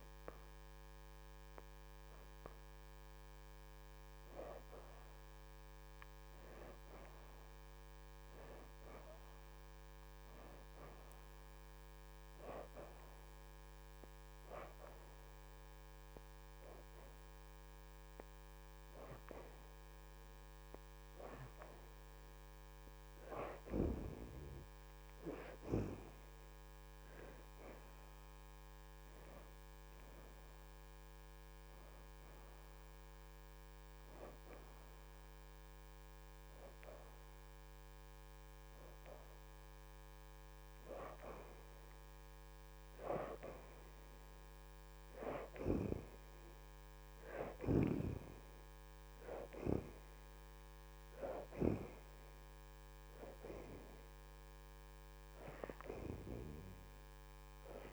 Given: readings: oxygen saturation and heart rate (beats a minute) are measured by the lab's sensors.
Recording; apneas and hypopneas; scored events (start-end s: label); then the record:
breathing in sleep by a microphone on the trachea; none
0.00-11.00 s: oxygen desaturation (device-marked, oxygen 65% lowest, heart rate 79 extreme)
13.00-25.00 s: oxygen desaturation (device-marked, oxygen 78% before, 68% lowest, heart rate 83 before, 79 extreme)
30.00-48.00 s: oxygen desaturation (device-marked, oxygen 79% before, 65% lowest, heart rate 82 before, 80 extreme)
54.00-57.93 s: oxygen desaturation (device-marked, oxygen 77% before, 70% lowest, heart rate 82 before, 78 extreme)
From the record:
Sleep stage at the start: N2 (light sleep); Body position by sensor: on the back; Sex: female